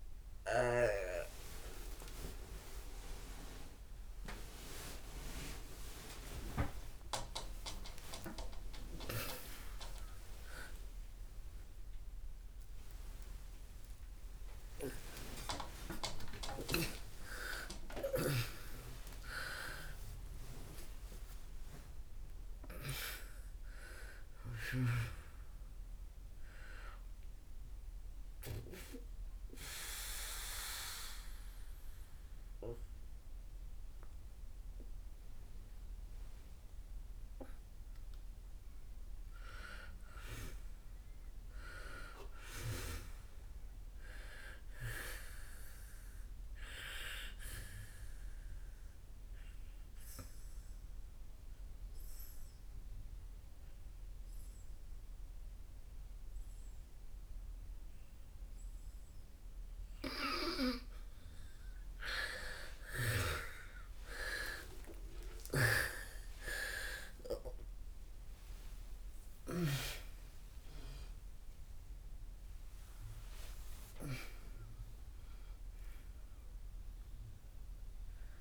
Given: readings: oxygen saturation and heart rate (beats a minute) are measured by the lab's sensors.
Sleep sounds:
a person partly awake in a sleep study, by a room microphone; 2
3.50-16.50 s: oxygen desaturation (device-marked, oxygen 98% before, 91% lowest)
20.50-78.41 s: new sleep stage, N1 (lightest sleep)
26.50-38.50 s: obstructive apnea (oxygen 97% before, 82% lowest, heart rate 34 before, 66 extreme, up 50 after)
40.00-43.50 s: arousal
47.00-59.50 s: obstructive apnea (oxygen 98% before, 82% lowest, heart rate 66 before, 66 extreme)
48.50-58.50 s: oxygen desaturation (device-marked, oxygen 97% before, 92% lowest, heart rate 73 before, 66 extreme)
63.50-70.00 s: arousal
63.50-78.41 s: oxygen desaturation (device-marked, oxygen 97% before, 82% lowest, heart rate 79 before, 65 extreme)
From the record:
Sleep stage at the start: awake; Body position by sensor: on the back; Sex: female

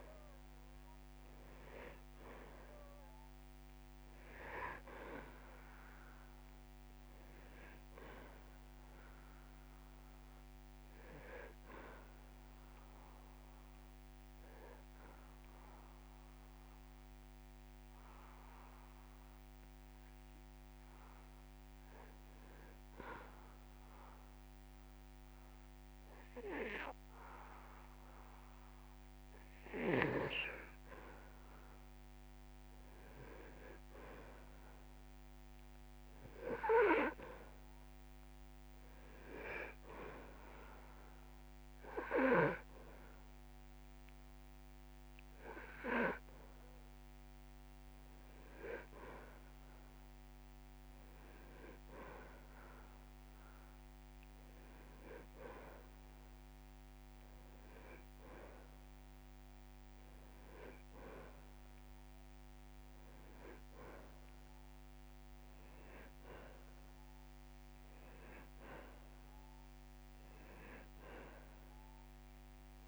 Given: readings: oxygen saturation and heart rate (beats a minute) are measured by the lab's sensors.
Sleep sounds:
breathing in sleep by a microphone on the trachea; 1
0.00-28.50 s: oxygen desaturation (device-marked, oxygen 86% lowest)
11.50-13.50 s: long interval between heartbeats (device-marked)
13.50-29.50 s: hypopnea (oxygen 98% before, 86% lowest)
29.50-31.50 s: long interval between heartbeats (device-marked)
30.50-34.00 s: arousal
38.50-55.50 s: oxygen desaturation (device-marked, oxygen 99% before, 92% lowest)
49.00-51.00 s: long interval between heartbeats (device-marked)
62.50-72.50 s: drop in pulse transit time (device-marked)
67.50-69.50 s: long interval between heartbeats (device-marked)
From the record:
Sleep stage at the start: N2 (light sleep); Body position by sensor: on the back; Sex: male

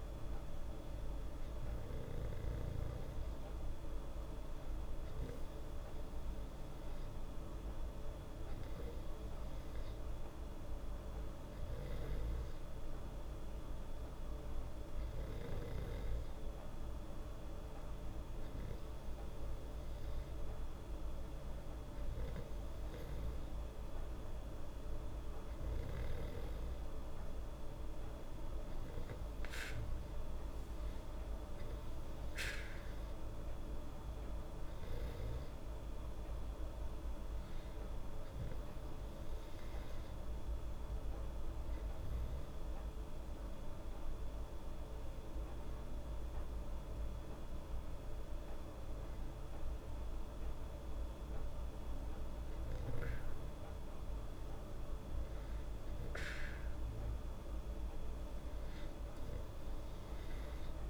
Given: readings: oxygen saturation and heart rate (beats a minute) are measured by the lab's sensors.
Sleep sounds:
breathing in sleep, hard to hear, by a room microphone; 1
30.00-35.50 s: arousal
41.50-55.00 s: hypopnea (oxygen 96% before, 95% lowest, heart rate 74 before, 73 extreme, up 13 after)
From the record:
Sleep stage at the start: N2 (light sleep); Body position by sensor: on the back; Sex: female

